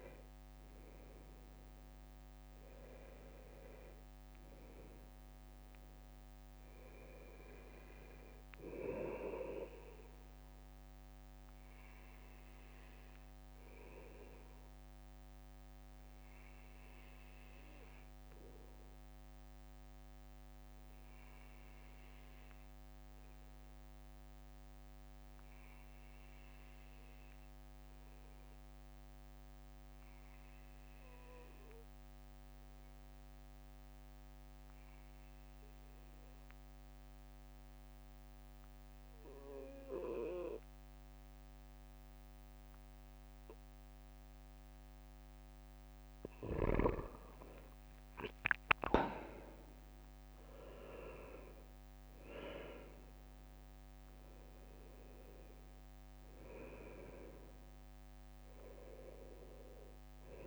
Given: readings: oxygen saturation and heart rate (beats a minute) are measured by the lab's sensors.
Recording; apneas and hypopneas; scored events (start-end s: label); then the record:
breathing in sleep by a microphone on the trachea; 1
0.00-3.00 s: arousal
14.00-43.50 s: obstructive apnea (oxygen 97% before, 95% lowest, heart rate 65 before, 61 extreme, up 7 after)
46.50-50.50 s: arousal
From the record:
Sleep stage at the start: N2 (light sleep); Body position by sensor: on the right side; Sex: male